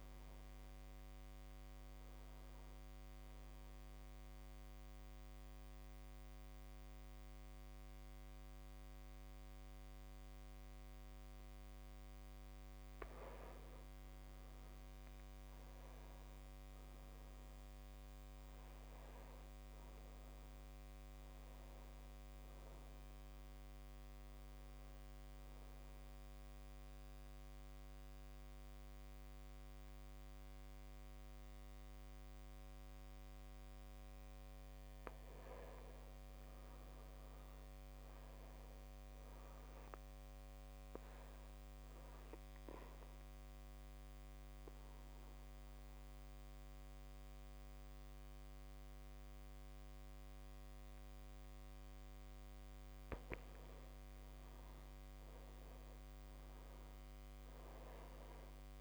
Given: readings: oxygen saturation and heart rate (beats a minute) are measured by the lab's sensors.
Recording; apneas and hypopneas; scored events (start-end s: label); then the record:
breathing in sleep, hard to hear, by a microphone on the trachea; 3
0.00-1.00 s: arousal
3.00-13.00 s: central apnea (oxygen 99% before, 96% lowest)
8.00-10.00 s: drop in pulse transit time (device-marked)
9.00-11.00 s: long interval between heartbeats (device-marked)
14.00-17.50 s: arousal
14.00-21.00 s: drop in pulse transit time (device-marked)
17.00-19.00 s: long interval between heartbeats (device-marked)
25.50-35.50 s: central apnea (oxygen 99% before, 96% lowest)
36.50-39.50 s: arousal
37.50-39.50 s: long interval between heartbeats (device-marked)
41.50-53.00 s: obstructive apnea (oxygen 98% before, 96% lowest)
52.50-54.50 s: long interval between heartbeats (device-marked)
54.50-58.50 s: arousal
From the record:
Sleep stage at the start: N2 (light sleep); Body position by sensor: on the back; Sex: male